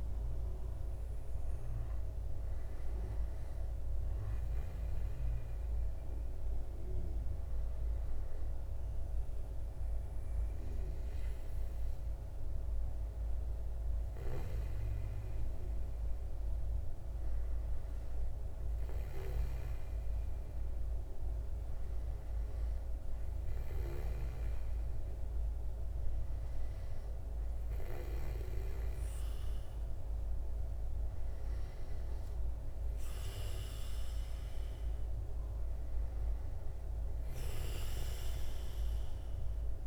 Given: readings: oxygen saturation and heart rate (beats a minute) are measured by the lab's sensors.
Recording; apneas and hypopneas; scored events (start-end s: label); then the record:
breathing in sleep, hard to hear, by a room microphone; none
13.00-39.87 s: new sleep stage, N2 (light sleep)
From the record:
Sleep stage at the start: N1 (lightest sleep); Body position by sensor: on the back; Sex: male